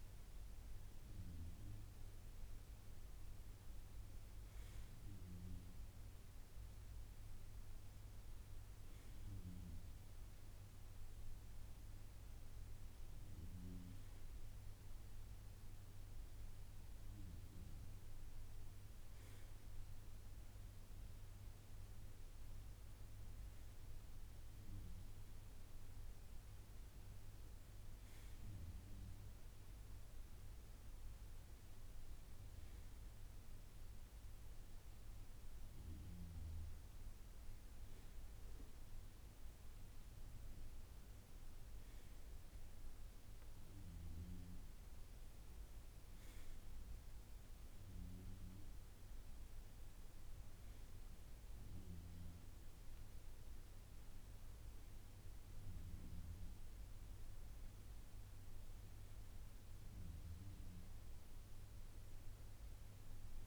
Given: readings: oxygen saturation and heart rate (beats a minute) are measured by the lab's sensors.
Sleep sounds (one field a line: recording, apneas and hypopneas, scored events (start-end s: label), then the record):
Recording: breathing in sleep, hard to hear, by a room microphone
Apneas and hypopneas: none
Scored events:
none scored
From the record:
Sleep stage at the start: N2 (light sleep)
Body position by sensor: on the right side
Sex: male